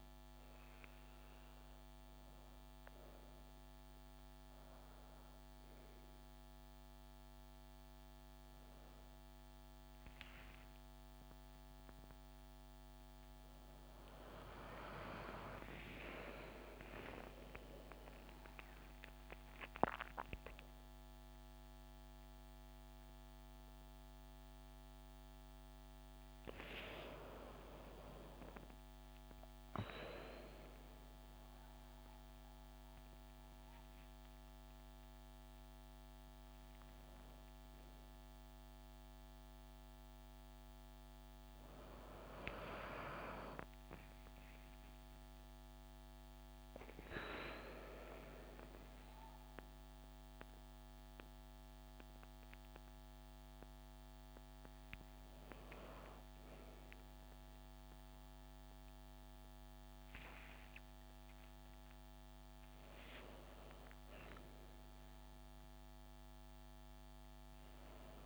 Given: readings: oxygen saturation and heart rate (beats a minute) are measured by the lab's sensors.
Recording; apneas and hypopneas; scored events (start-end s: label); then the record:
a person awake in a sleep study, by a microphone on the trachea; none
none scored
From the record:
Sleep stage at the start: awake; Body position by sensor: on the back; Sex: female